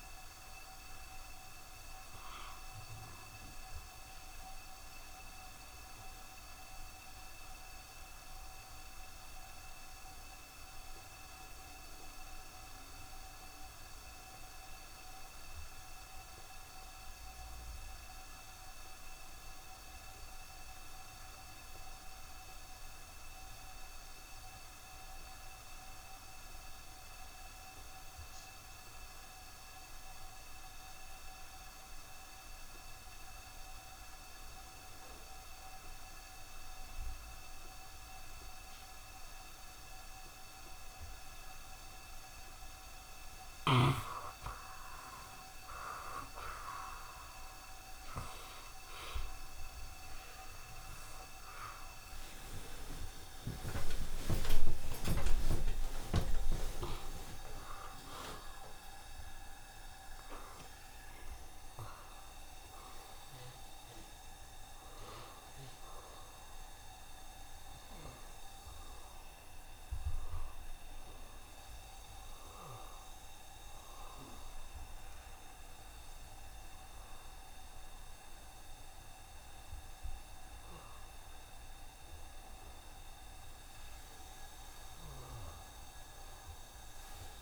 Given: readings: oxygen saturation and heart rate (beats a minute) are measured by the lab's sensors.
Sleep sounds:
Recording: breathing in sleep by a room microphone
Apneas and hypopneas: 1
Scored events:
0.00-20.00 s: oxygen desaturation (device-marked, oxygen 70% lowest, heart rate 72 extreme)
4.50-42.50 s: mixed apnea (oxygen 88% before, 66% lowest, heart rate 76 before, 72 extreme, up 2 after)
22.00-73.00 s: oxygen desaturation (device-marked, oxygen 93% before, 66% lowest, heart rate 74 before, 70 extreme)
51.50-56.00 s: arousal
52.00-57.00 s: tachycardia (device-marked, heart rate 77 before, 109 extreme)
52.50-54.50 s: long interval between heartbeats (device-marked, heart rate 77 before, 87 extreme)
55.50-57.50 s: long interval between heartbeats (device-marked, heart rate 79 before, 107 extreme)
58.00-87.42 s: new sleep stage, N1 (lightest sleep)
From the record:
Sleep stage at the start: N2 (light sleep)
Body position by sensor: on the back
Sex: male

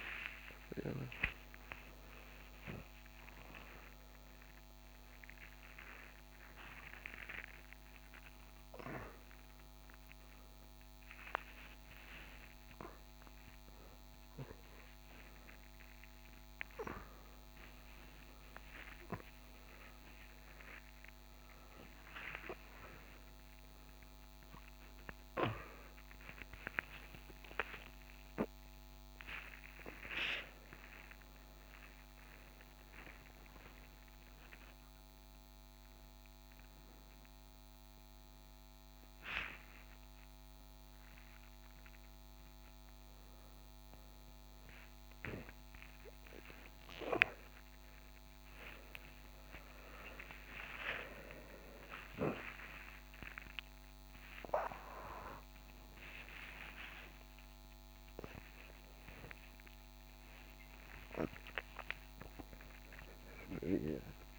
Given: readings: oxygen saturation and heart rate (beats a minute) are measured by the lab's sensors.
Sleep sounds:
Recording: a person awake in a sleep study, by a microphone on the trachea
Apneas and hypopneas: none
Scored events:
none scored
From the record:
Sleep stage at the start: awake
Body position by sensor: on the front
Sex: male

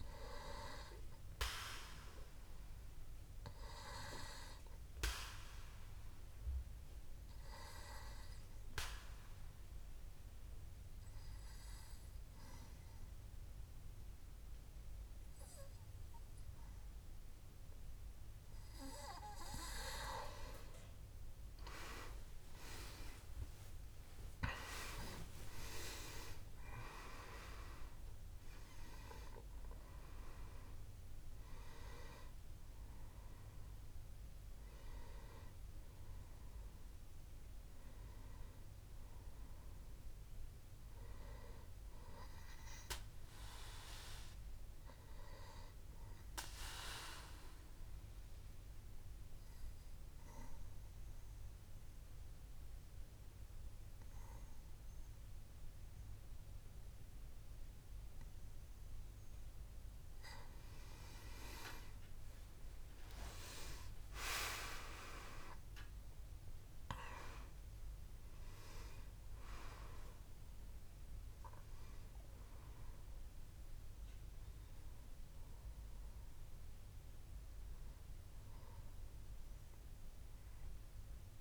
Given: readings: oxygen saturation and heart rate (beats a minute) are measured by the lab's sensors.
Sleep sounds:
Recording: breathing in sleep by a room microphone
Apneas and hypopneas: 2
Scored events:
2.50-19.50 s: obstructive apnea (oxygen 98% before, 91% lowest, heart rate 65 before, 64 extreme, up 11 after)
23.00-28.00 s: arousal
26.00-51.00 s: oxygen desaturation (device-marked, oxygen 97% before, 91% lowest, heart rate 66 before, 63 extreme)
46.50-60.00 s: obstructive apnea (oxygen 97% before, 93% lowest, heart rate 75 before, 63 extreme, up 7 after)
62.50-67.50 s: arousal
67.00-81.41 s: oxygen desaturation (device-marked, oxygen 98% before, 93% lowest, heart rate 65 before, 61 extreme)
From the record:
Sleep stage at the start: N2 (light sleep)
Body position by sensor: on the back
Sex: male

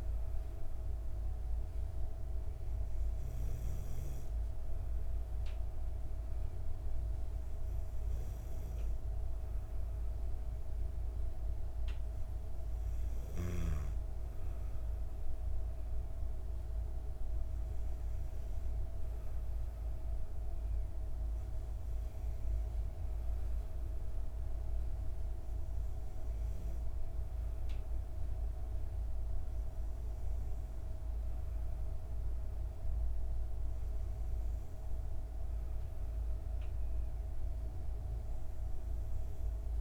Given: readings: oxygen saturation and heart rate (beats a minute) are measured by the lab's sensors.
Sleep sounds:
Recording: breathing in sleep, hard to hear, by a room microphone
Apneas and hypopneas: none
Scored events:
none scored
From the record:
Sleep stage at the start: N2 (light sleep)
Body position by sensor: on the back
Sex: female

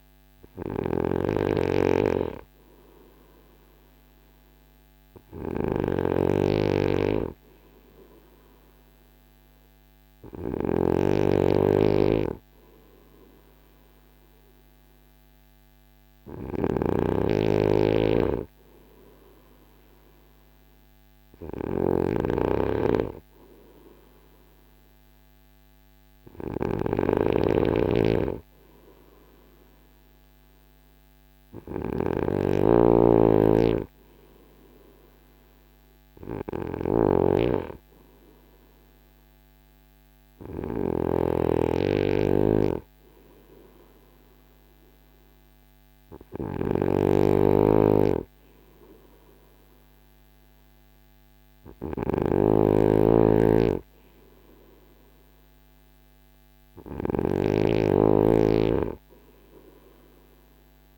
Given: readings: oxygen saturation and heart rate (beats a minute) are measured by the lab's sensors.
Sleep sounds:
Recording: breathing in sleep by a microphone on the trachea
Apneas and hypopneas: none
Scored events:
0.00-60.98 s: snoring (device-marked)
From the record:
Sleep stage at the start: N3 (deep sleep)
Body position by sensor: on the front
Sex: male

